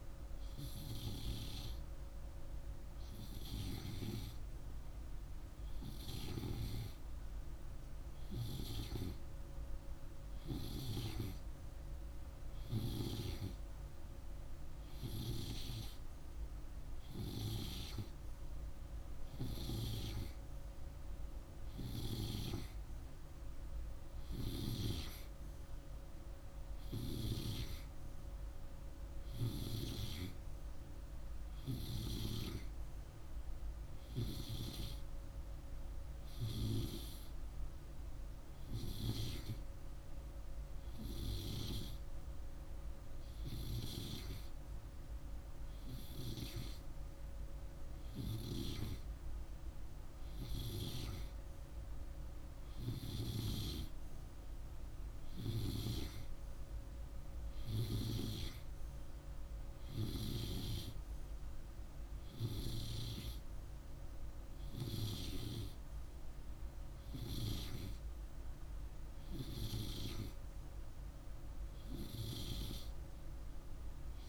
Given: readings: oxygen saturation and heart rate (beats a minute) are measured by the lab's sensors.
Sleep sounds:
breathing in sleep by a room microphone; none
none scored
From the record:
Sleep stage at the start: N2 (light sleep); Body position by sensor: on the right side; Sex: male

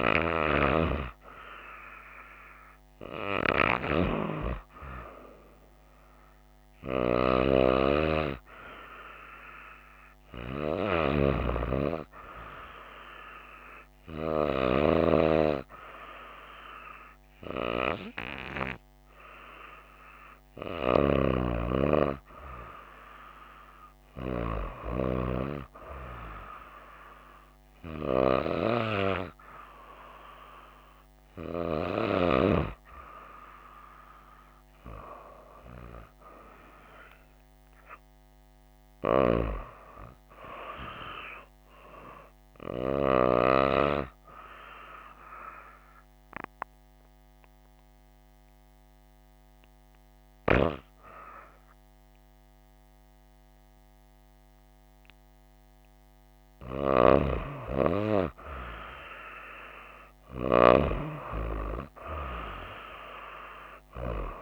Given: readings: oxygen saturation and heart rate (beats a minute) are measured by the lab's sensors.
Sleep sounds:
breathing in sleep by a microphone on the trachea; 1
36.00-39.50 s: arousal
46.50-57.50 s: obstructive apnea (oxygen 95% before, 93% lowest, heart rate 62 before, 57 extreme, up 0 after)
From the record:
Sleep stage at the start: N2 (light sleep); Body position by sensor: on the right side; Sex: female

